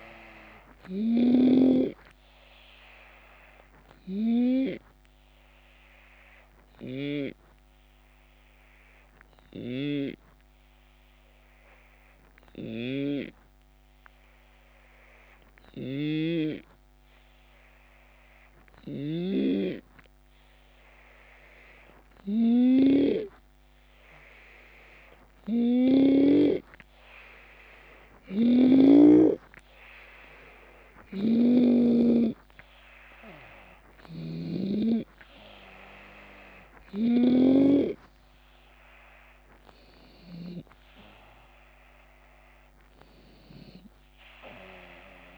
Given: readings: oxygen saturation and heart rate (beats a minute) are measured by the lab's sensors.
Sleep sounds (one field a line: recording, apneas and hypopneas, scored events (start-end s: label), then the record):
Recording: breathing in sleep by a microphone on the trachea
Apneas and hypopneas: 1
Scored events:
0.00-1.00 s: oxygen desaturation (device-marked, oxygen 91% lowest, heart rate 68 extreme)
0.00-1.00 s: snoring (device-marked)
4.00-22.00 s: obstructive apnea (oxygen 96% before, 90% lowest, heart rate 75 before, 68 extreme, up 7 after)
9.00-19.00 s: snoring (device-marked)
28.00-31.50 s: snoring (device-marked)
29.00-34.00 s: arousal
33.00-45.38 s: oxygen desaturation (device-marked, oxygen 95% before, 90% lowest, heart rate 72 before, 66 extreme)
33.50-37.00 s: snoring (device-marked)
From the record:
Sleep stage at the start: REM sleep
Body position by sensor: on the left side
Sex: male